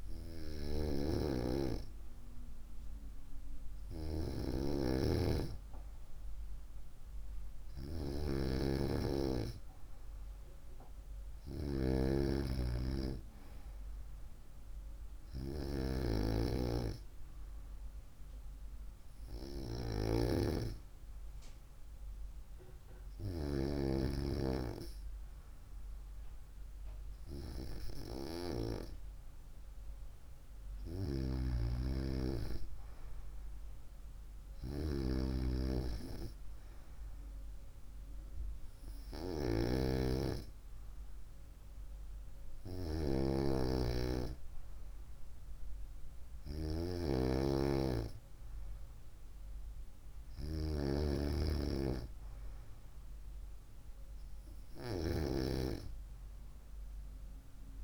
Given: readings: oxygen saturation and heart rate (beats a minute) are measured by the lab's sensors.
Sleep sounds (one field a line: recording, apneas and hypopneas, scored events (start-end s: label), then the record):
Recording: breathing in sleep by a room microphone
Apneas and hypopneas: none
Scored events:
none scored
From the record:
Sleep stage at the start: N2 (light sleep)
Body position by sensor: on the right side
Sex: female